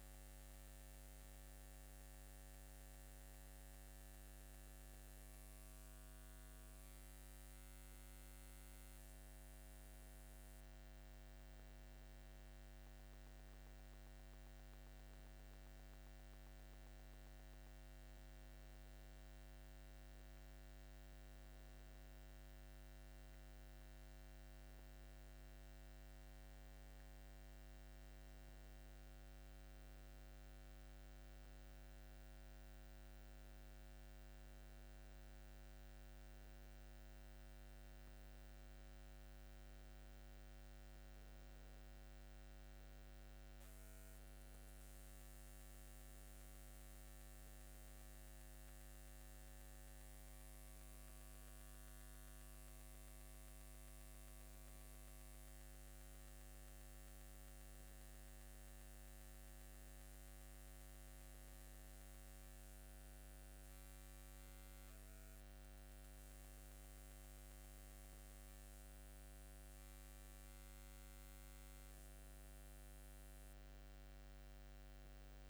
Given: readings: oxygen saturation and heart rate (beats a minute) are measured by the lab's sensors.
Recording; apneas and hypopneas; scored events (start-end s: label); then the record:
breathing in sleep, hard to hear, by a microphone on the trachea; none
11.50-41.50 s: new sleep stage, N1 (lightest sleep)
41.50-75.49 s: new sleep stage, N2 (light sleep)
From the record:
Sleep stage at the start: N2 (light sleep); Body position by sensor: upright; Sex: male